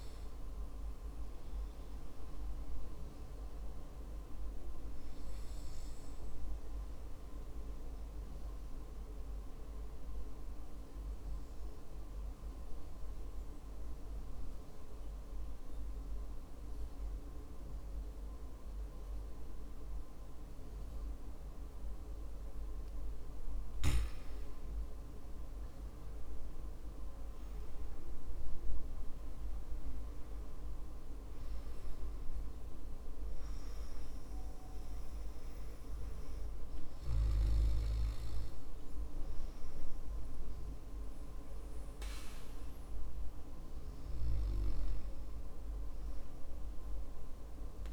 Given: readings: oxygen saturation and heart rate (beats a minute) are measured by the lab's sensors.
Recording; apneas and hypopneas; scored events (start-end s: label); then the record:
breathing in sleep, hard to hear, by a room microphone; 1
6.50-22.50 s: obstructive apnea (oxygen 96% before, 93% lowest, heart rate 55 before, 55 extreme, up 11 after)
26.50-30.00 s: arousal
From the record:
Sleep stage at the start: N2 (light sleep); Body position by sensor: on the back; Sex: male